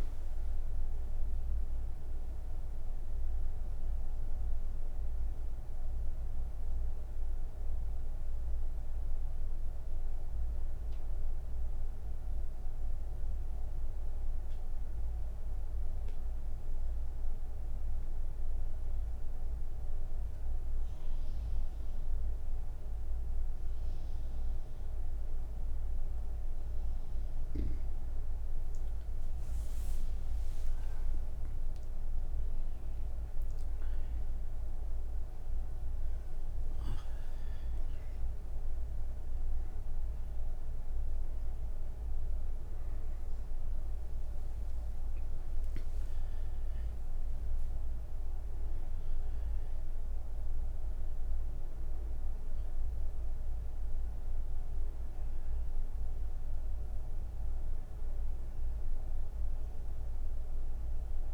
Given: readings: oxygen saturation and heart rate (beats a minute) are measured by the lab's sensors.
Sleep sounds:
breathing in sleep, hard to hear, by a room microphone; none
0.00-1.00 s: oxygen desaturation (device-marked, oxygen 93% lowest)
24.00-61.33 s: new sleep stage, N1 (lightest sleep)
38.00-50.00 s: oxygen desaturation (device-marked, oxygen 98% before, 94% lowest)
From the record:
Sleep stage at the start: N2 (light sleep); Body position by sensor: on the back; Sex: female

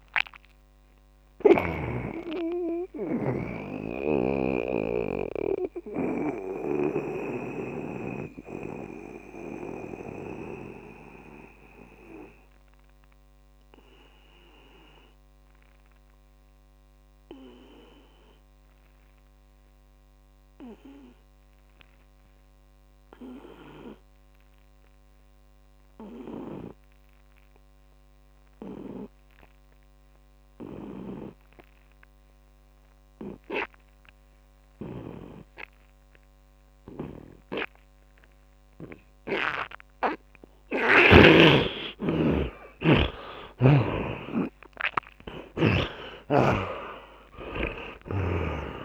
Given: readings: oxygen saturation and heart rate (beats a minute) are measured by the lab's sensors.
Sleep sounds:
breathing in sleep by a microphone on the trachea; 1
1.00-40.50 s: mixed apnea (oxygen 98% before, 82% lowest)
29.50-48.85 s: oxygen desaturation (device-marked, oxygen 100% before, 83% lowest)
41.00-44.50 s: snoring (device-marked)
42.50-46.50 s: arousal
From the record:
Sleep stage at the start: N2 (light sleep); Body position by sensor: on the right side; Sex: male

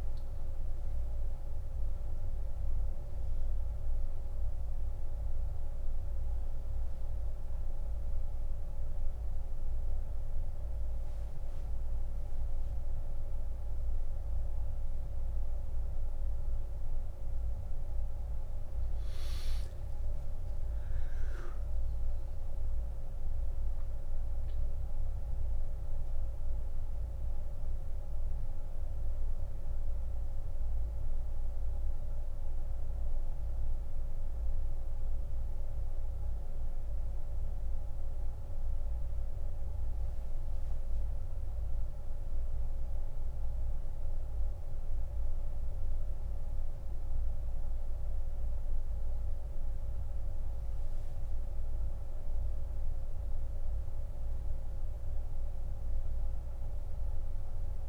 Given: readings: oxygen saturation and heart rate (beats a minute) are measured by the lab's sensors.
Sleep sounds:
breathing in sleep, hard to hear, by a room microphone; 1
17.00-57.89 s: new sleep stage, N2 (light sleep)
18.50-22.50 s: arousal
25.50-49.50 s: mixed apnea (oxygen 95% before, 91% lowest)
51.50-55.50 s: arousal
From the record:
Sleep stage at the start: N1 (lightest sleep); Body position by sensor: on the back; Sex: male

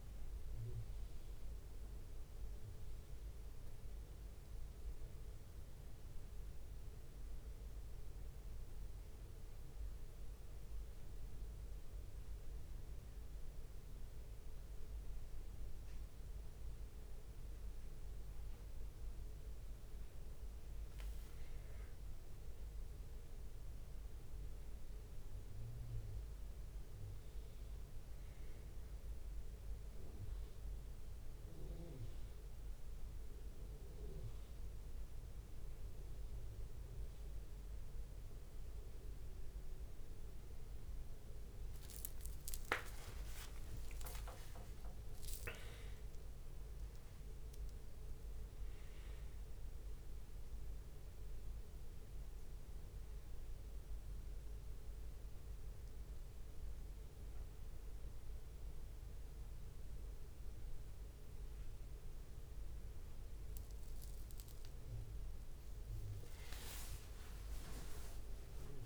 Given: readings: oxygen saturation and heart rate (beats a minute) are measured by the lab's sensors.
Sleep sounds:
a person partly awake in a sleep study, by a room microphone; none
0.00-2.00 s: long interval between heartbeats (device-marked, heart rate 105 before, 145 extreme)
0.00-5.00 s: leg movement (device-marked)
0.00-9.00 s: drop in pulse transit time (device-marked, heart rate 145 extreme)
0.00-10.00 s: tachycardia (device-marked, heart rate 190 extreme)
2.00-4.00 s: long interval between heartbeats (device-marked, heart rate 114 before, 152 extreme)
4.00-6.00 s: long interval between heartbeats (device-marked, heart rate 123 before, 169 extreme)
6.00-8.00 s: long interval between heartbeats (device-marked, heart rate 134 before, 164 extreme)
7.00-14.50 s: leg movement (device-marked)
10.50-12.50 s: long interval between heartbeats (device-marked, heart rate 154 before, 128 extreme)
17.00-23.00 s: leg movement (device-marked)
27.50-28.50 s: leg movement (device-marked)
29.00-30.50 s: leg movement (device-marked)
32.00-37.00 s: leg movement (device-marked)
38.00-50.00 s: drop in pulse transit time (device-marked, heart rate 64 before, 63 extreme)
39.00-46.50 s: leg movement (device-marked)
42.00-46.00 s: tachycardia (device-marked, heart rate 73 before, 105 extreme)
42.50-44.50 s: long interval between heartbeats (device-marked, heart rate 64 before, 79 extreme)
45.50-47.50 s: long interval between heartbeats (device-marked, heart rate 68 before, 105 extreme)
48.00-51.50 s: leg movement (device-marked)
48.00-68.86 s: new sleep stage, awake
51.00-62.00 s: oxygen desaturation (device-marked, oxygen 95% before, 92% lowest, heart rate 78 before, 65 extreme)
56.50-62.00 s: leg movement (device-marked)
67.00-68.86 s: tachycardia (device-marked, heart rate 73 before, 194 extreme)
67.50-68.86 s: long interval between heartbeats (device-marked, heart rate 73 before, 73 extreme)
From the record:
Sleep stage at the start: N1 (lightest sleep); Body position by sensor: on the back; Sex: male

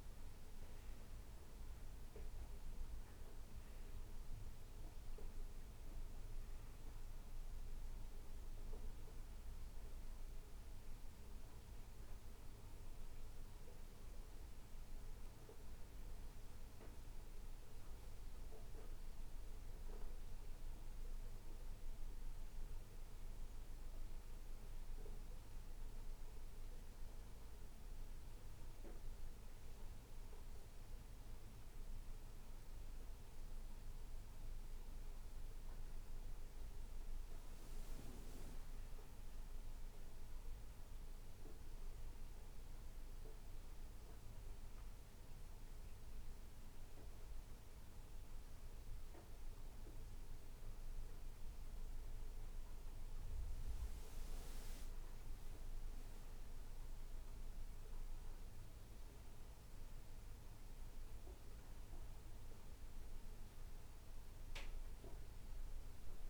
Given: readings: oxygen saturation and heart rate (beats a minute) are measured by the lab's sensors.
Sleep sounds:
breathing in sleep, hard to hear, by a room microphone; 1
22.00-35.50 s: hypopnea (oxygen 96% before, 94% lowest, heart rate 69 before, 62 extreme, up 6 after)
38.50-43.00 s: arousal
From the record:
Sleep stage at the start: N2 (light sleep); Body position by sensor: on the right side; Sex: male

